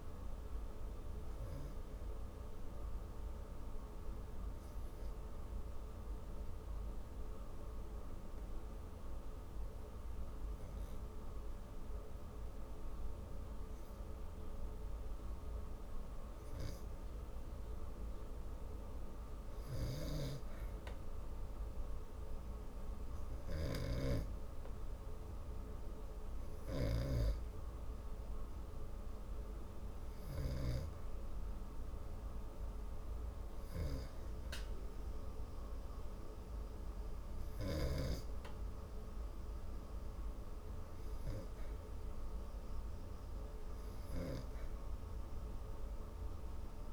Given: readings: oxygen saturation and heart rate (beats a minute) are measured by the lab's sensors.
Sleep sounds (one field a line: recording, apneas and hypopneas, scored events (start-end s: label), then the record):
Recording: breathing in sleep by a room microphone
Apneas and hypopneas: 1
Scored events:
3.00-17.50 s: obstructive apnea (oxygen 95% before, 90% lowest)
19.50-23.50 s: arousal
23.00-27.00 s: snoring (device-marked)
37.00-46.93 s: oxygen desaturation (device-marked, oxygen 96% before, 90% lowest)
From the record:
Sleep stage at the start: REM sleep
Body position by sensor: on the back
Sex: female